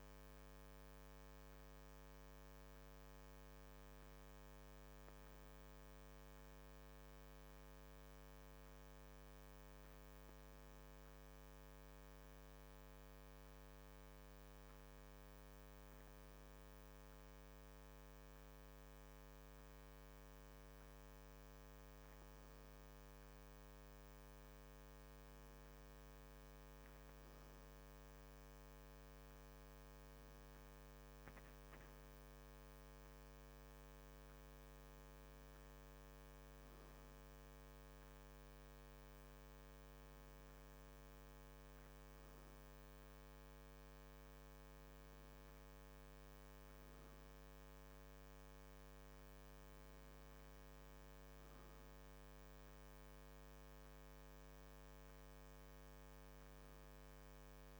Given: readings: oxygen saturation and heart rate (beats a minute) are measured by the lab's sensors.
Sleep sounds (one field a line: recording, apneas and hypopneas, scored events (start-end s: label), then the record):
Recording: breathing in sleep, hard to hear, by a microphone on the trachea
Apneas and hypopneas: none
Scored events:
none scored
From the record:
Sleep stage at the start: N2 (light sleep)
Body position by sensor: on the back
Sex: male